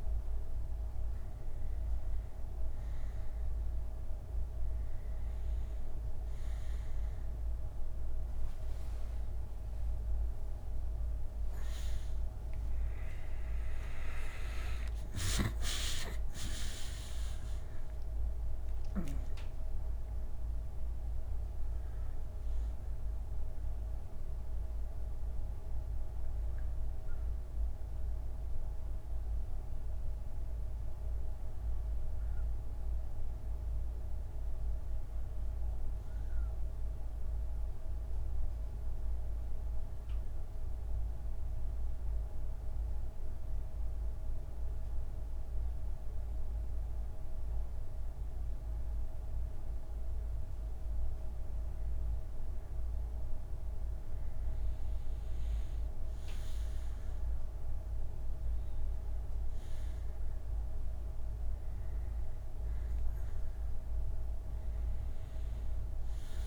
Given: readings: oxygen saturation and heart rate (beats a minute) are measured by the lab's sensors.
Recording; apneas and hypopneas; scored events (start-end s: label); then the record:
breathing in sleep, hard to hear, by a room microphone; 1
15.00-19.00 s: arousal
23.00-52.50 s: hypopnea (oxygen 94% before, 89% lowest, heart rate 68 before, 46 extreme, up 12 after)
39.00-45.00 s: bradycardia (device-marked, heart rate 61 before, 53 extreme)
54.50-59.00 s: arousal
55.00-66.47 s: oxygen desaturation (device-marked, oxygen 96% before, 89% lowest, heart rate 61 before, 46 extreme)
From the record:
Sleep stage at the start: N2 (light sleep); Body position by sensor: on the back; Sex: male